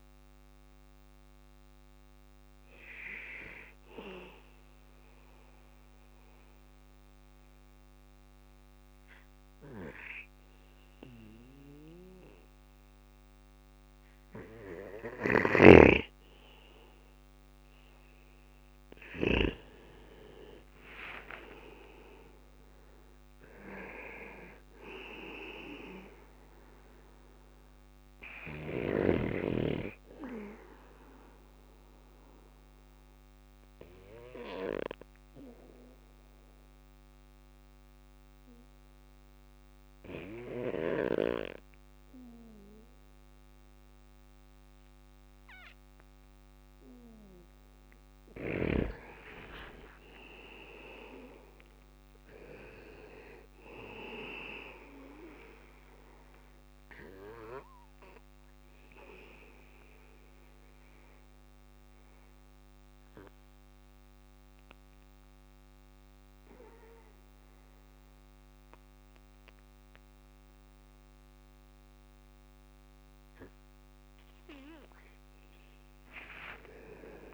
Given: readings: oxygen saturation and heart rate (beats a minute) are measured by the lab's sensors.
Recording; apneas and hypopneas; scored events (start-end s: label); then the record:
breathing in sleep by a microphone on the trachea; 3
0.00-4.00 s: oxygen desaturation (device-marked, oxygen 95% lowest, heart rate 56 extreme)
0.00-19.00 s: bradycardia (device-marked, heart rate 56 extreme)
2.50-18.00 s: mixed apnea (oxygen 99% before, 94% lowest, heart rate 62 before, 56 extreme, up 4 after)
13.50-18.00 s: snoring (device-marked)
19.50-23.00 s: arousal
22.00-42.00 s: oxygen desaturation (device-marked, oxygen 98% before, 95% lowest, heart rate 57 before, 54 extreme)
23.00-45.00 s: bradycardia (device-marked, heart rate 61 before, 56 extreme)
31.00-46.00 s: obstructive apnea (oxygen 99% before, 93% lowest, heart rate 58 before, 54 extreme, up 3 after)
47.00-59.00 s: drop in pulse transit time (device-marked, heart rate 58 before, 56 extreme)
47.50-51.50 s: arousal
51.00-72.00 s: bradycardia (device-marked, heart rate 61 before, 54 extreme)
54.00-74.00 s: oxygen desaturation (device-marked, oxygen 98% before, 94% lowest, heart rate 59 before, 54 extreme)
56.50-72.50 s: obstructive apnea (oxygen 99% before, 93% lowest, heart rate 59 before, 55 extreme, up 5 after)
75.00-77.34 s: arousal
76.00-77.34 s: oxygen desaturation (device-marked, oxygen 99% before, 93% lowest, heart rate 57 before, 55 extreme)
From the record:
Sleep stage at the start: N2 (light sleep); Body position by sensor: on the back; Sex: male